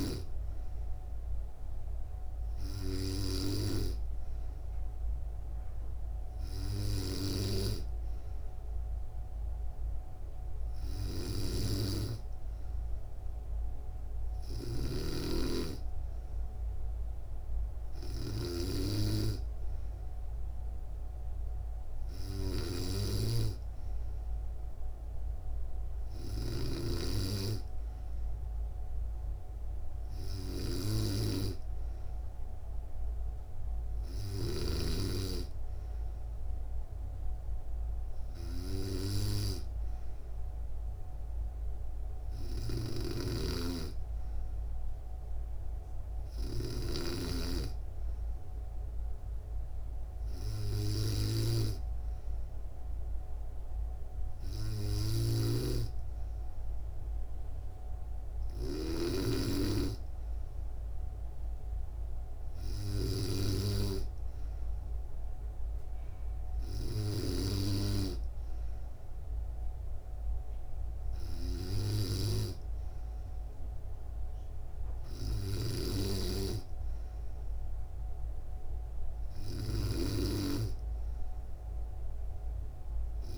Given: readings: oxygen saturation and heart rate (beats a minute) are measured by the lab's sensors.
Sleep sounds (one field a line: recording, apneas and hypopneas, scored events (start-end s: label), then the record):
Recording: breathing in sleep by a room microphone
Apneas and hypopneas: none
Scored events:
6.50-18.00 s: snoring (device-marked)
42.00-83.38 s: snoring (device-marked)
From the record:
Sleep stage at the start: N2 (light sleep)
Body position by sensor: on the back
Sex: female